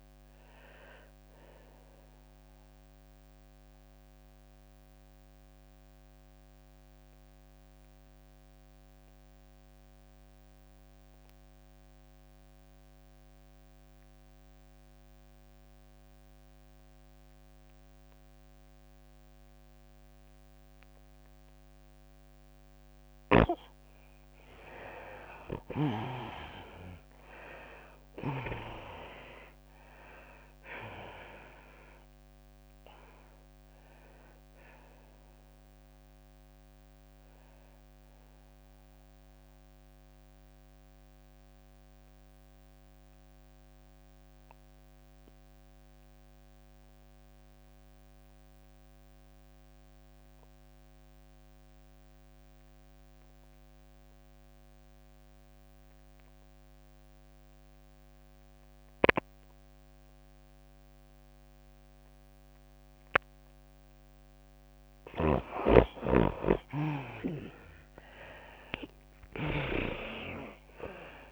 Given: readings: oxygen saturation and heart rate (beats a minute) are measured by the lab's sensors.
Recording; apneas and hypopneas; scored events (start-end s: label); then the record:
breathing in sleep by a microphone on the trachea; 2
0.00-8.00 s: tachycardia (device-marked, heart rate 106 extreme)
0.00-11.00 s: drop in pulse transit time (device-marked, heart rate 101 extreme)
0.00-11.00 s: oxygen desaturation (device-marked, oxygen 82% lowest, heart rate 89 extreme)
3.00-23.00 s: mixed apnea (oxygen 99% before, 77% lowest, heart rate 102 before, 89 extreme, up 2 after)
21.00-48.00 s: oxygen desaturation (device-marked, oxygen 99% before, 81% lowest, heart rate 101 before, 91 extreme)
25.00-29.00 s: arousal
25.50-27.50 s: long interval between heartbeats (device-marked, heart rate 99 before, 89 extreme)
29.00-43.00 s: drop in pulse transit time (device-marked, heart rate 97 before, 93 extreme)
29.00-46.00 s: tachycardia (device-marked, heart rate 102 before, 106 extreme)
40.00-64.00 s: obstructive apnea (oxygen 99% before, 77% lowest, heart rate 99 before, 96 extreme, up 6 after)
53.00-71.32 s: oxygen desaturation (device-marked, oxygen 99% before, 77% lowest, heart rate 103 before, 96 extreme)
65.50-69.00 s: arousal
65.50-70.00 s: snoring (device-marked)
67.00-71.32 s: tachycardia (device-marked, heart rate 103 before, 106 extreme)
70.00-71.32 s: drop in pulse transit time (device-marked, heart rate 98 before, 101 extreme)
From the record:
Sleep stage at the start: N2 (light sleep); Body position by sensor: on the right side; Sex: female